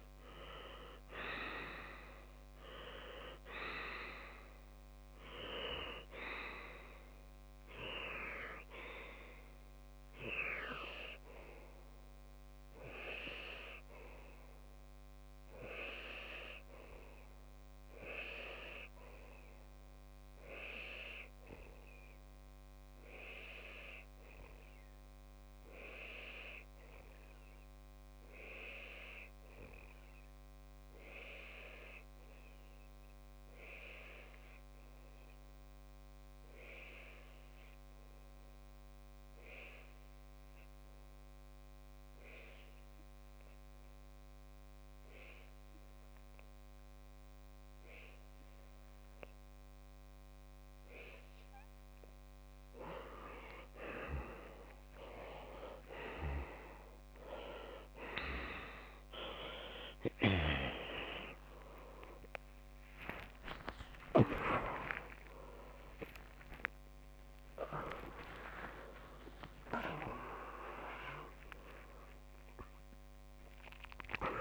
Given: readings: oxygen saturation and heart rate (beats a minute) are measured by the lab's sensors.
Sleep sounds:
breathing in sleep by a microphone on the trachea; 1
17.50-52.00 s: obstructive apnea (oxygen 96% before, 95% lowest)
26.00-28.00 s: long interval between heartbeats (device-marked)
49.00-68.00 s: oxygen desaturation (device-marked, oxygen 98% before, 95% lowest)
60.00-74.41 s: new sleep stage, awake
63.50-65.50 s: long interval between heartbeats (device-marked)
66.50-68.50 s: long interval between heartbeats (device-marked)
69.50-71.50 s: long interval between heartbeats (device-marked)
72.00-74.00 s: long interval between heartbeats (device-marked, heart rate 33 before, 68 extreme)
From the record:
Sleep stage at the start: N2 (light sleep); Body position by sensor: on the left side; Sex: male

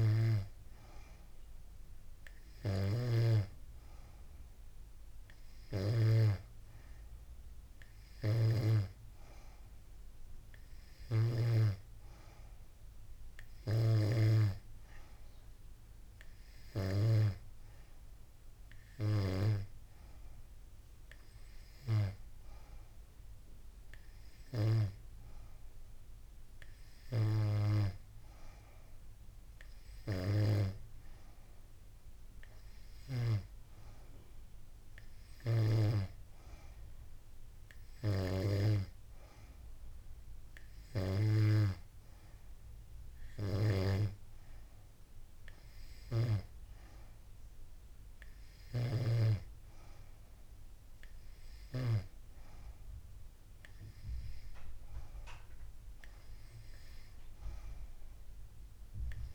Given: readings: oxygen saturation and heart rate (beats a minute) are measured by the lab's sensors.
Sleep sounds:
breathing in sleep by a room microphone; none
none scored
From the record:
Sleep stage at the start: N3 (deep sleep); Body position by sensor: on the back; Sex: female

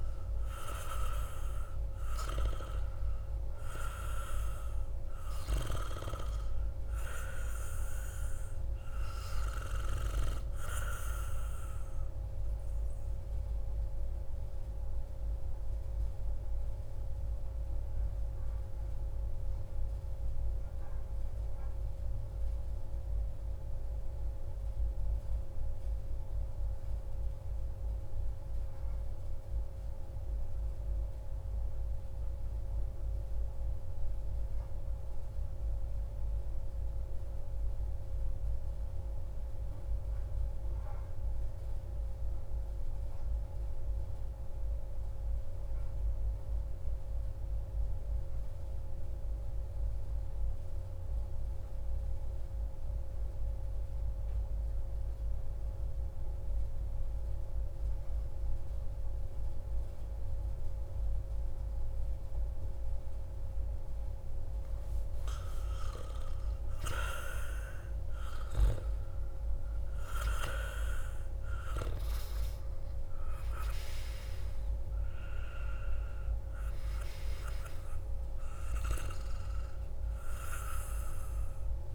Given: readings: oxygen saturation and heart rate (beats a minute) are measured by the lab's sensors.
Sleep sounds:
breathing in sleep by a room microphone; 1
0.00-21.50 s: oxygen desaturation (device-marked, oxygen 89% lowest)
11.00-62.50 s: mixed apnea (oxygen 96% before, 89% lowest)
45.50-81.95 s: oxygen desaturation (device-marked, oxygen 97% before, 90% lowest)
64.50-70.00 s: arousal
From the record:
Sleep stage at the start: N2 (light sleep); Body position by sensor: on the back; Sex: male

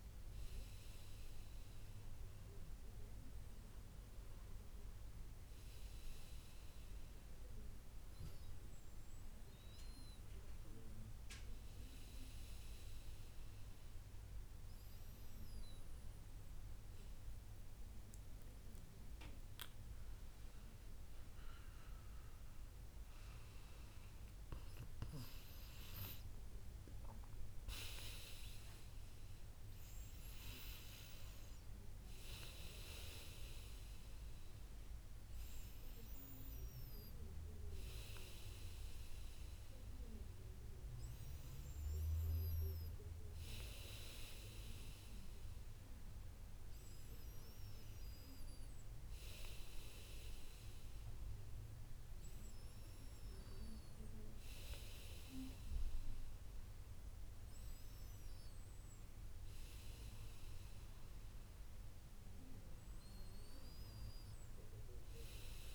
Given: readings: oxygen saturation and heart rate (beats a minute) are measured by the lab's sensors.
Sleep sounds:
breathing in sleep by a room microphone; none
25.00-29.00 s: arousal
From the record:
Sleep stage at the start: N1 (lightest sleep); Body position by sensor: on the back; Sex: male

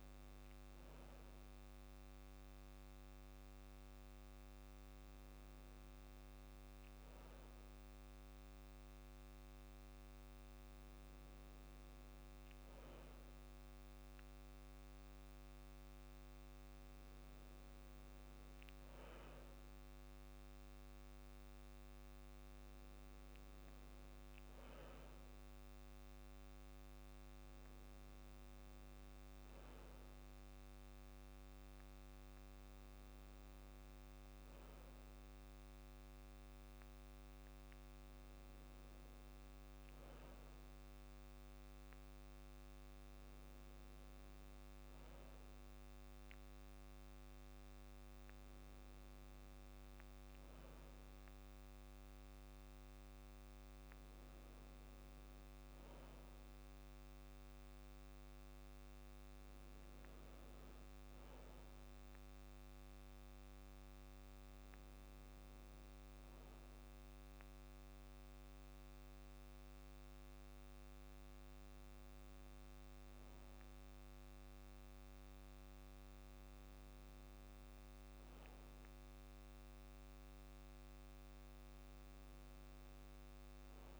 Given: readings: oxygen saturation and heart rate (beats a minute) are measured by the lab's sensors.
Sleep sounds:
breathing in sleep, hard to hear, by a microphone on the trachea; none
none scored
From the record:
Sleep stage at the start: N2 (light sleep); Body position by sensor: on the back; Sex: male

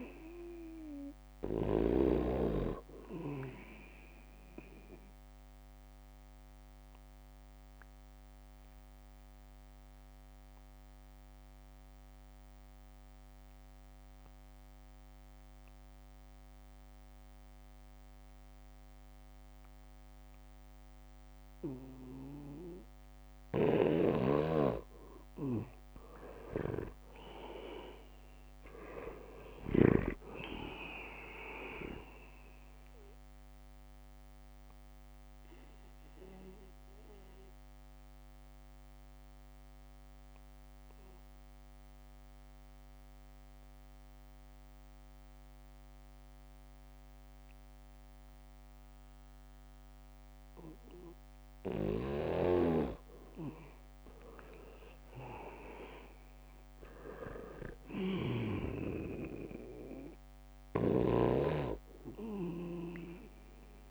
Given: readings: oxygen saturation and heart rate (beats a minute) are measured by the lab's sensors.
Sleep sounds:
breathing in sleep by a microphone on the trachea; 2
0.00-2.50 s: snoring (device-marked)
0.00-17.00 s: oxygen desaturation (device-marked, oxygen 82% lowest, heart rate 74 extreme)
5.00-23.50 s: obstructive apnea (oxygen 98% before, 82% lowest, heart rate 78 before, 74 extreme, up 0 after)
22.00-53.00 s: oxygen desaturation (device-marked, oxygen 98% before, 82% lowest, heart rate 78 before, 74 extreme)
24.00-30.50 s: snoring (device-marked)
26.50-30.50 s: arousal
37.00-52.50 s: obstructive apnea (oxygen 98% before, 82% lowest, heart rate 77 before, 74 extreme, up 2 after)
52.50-59.00 s: snoring (device-marked)
54.00-58.00 s: arousal
55.00-63.91 s: oxygen desaturation (device-marked, oxygen 98% before, 84% lowest, heart rate 77 before, 75 extreme)
From the record:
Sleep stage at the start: N2 (light sleep); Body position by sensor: on the back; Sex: male

